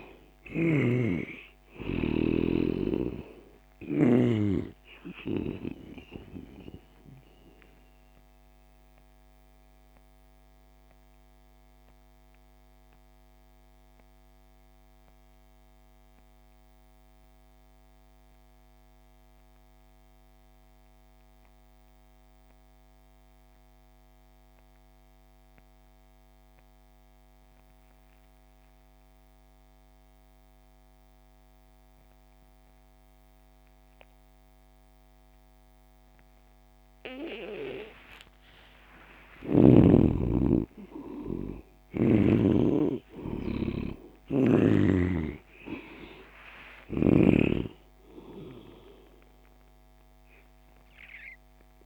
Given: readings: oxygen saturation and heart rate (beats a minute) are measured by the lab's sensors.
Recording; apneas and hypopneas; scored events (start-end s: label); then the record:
breathing in sleep by a microphone on the trachea; 1
0.00-4.00 s: snoring (device-marked)
0.00-19.00 s: oxygen desaturation (device-marked, oxygen 71% lowest)
7.50-39.00 s: mixed apnea (oxygen 96% before, 71% lowest)
37.00-51.86 s: oxygen desaturation (device-marked, oxygen 98% before, 79% lowest)
40.50-45.50 s: arousal
From the record:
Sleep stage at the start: N2 (light sleep); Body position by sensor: on the back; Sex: male